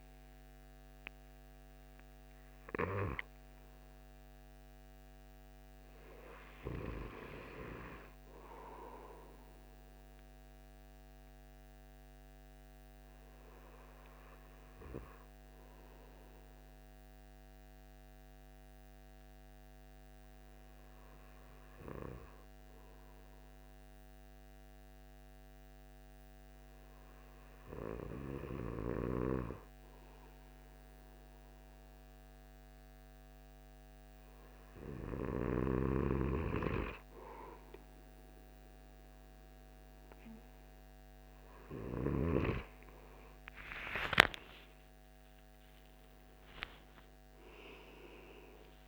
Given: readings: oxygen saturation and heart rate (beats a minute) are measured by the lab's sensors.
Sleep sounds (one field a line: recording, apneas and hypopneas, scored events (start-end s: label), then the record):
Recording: breathing in sleep by a microphone on the trachea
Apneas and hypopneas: 1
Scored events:
0.00-12.50 s: oxygen desaturation (device-marked, oxygen 92% lowest, heart rate 66 extreme)
12.00-34.00 s: hypopnea (oxygen 97% before, 93% lowest, heart rate 86 before, 59 extreme, up 4 after)
43.50-48.00 s: arousal
From the record:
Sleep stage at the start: N2 (light sleep)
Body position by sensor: on the back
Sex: male